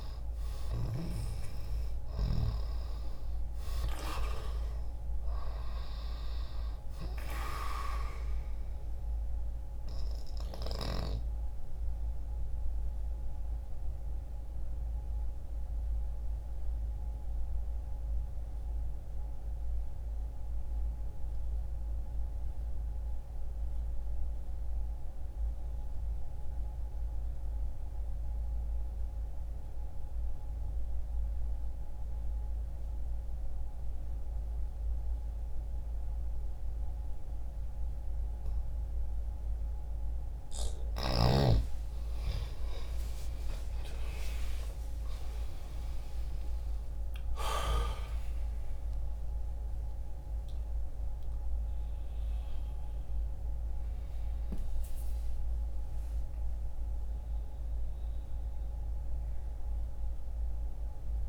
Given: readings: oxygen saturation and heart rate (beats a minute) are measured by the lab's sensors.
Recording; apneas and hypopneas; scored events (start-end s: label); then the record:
breathing in sleep by a room microphone; 1
0.00-3.00 s: arousal
10.00-40.50 s: obstructive apnea (oxygen 96% before, 86% lowest, heart rate 60 before, 60 extreme, up 47 after)
24.50-34.50 s: oxygen desaturation (device-marked, oxygen 94% before, 86% lowest, heart rate 60 before, 60 extreme)
40.50-53.50 s: oxygen desaturation (device-marked, oxygen 95% before, 90% lowest, heart rate 60 before, 60 extreme)
41.00-46.00 s: arousal
From the record:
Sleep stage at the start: N2 (light sleep); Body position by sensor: on the left side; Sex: male